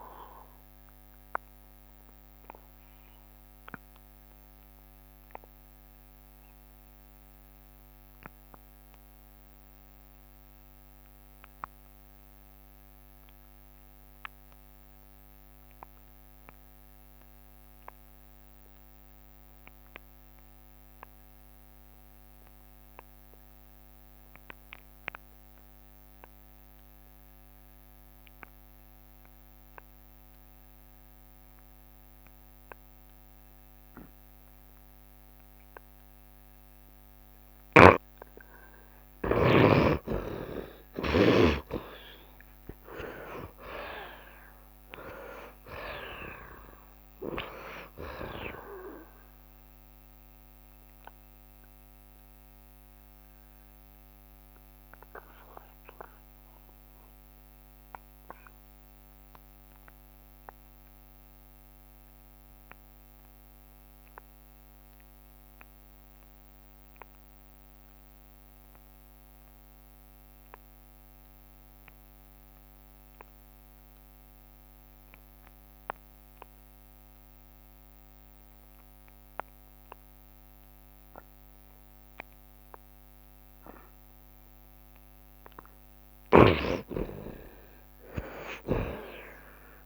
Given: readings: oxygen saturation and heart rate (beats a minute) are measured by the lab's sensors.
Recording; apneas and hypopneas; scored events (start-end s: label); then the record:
breathing in sleep by a microphone on the trachea; 2
0.00-12.50 s: oxygen desaturation (device-marked, oxygen 60% lowest, heart rate 67 extreme)
1.00-3.00 s: long interval between heartbeats (device-marked, heart rate 81 before, 78 extreme)
1.50-36.00 s: obstructive apnea (oxygen 74% before, 58% lowest, heart rate 81 before, 67 extreme, up 32 after)
3.00-5.00 s: long interval between heartbeats (device-marked, heart rate 82 before, 100 extreme)
18.50-50.50 s: oxygen desaturation (device-marked, oxygen 89% before, 58% lowest, heart rate 82 before, 67 extreme)
29.50-31.50 s: long interval between heartbeats (device-marked, heart rate 74 before, 76 extreme)
33.00-35.00 s: long interval between heartbeats (device-marked, heart rate 73 before, 77 extreme)
37.50-41.50 s: snoring (device-marked)
39.50-44.50 s: arousal
41.50-43.50 s: long interval between heartbeats (device-marked, heart rate 76 before, 96 extreme)
42.50-44.50 s: tachycardia (device-marked, heart rate 77 before, 99 extreme)
51.50-85.00 s: obstructive apnea (oxygen 72% before, 59% lowest, heart rate 87 before, 70 extreme, up 5 after)
68.50-89.86 s: oxygen desaturation (device-marked, oxygen 91% before, 62% lowest, heart rate 78 before, 70 extreme)
87.00-89.86 s: arousal
From the record:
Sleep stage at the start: N2 (light sleep); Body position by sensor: on the right side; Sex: male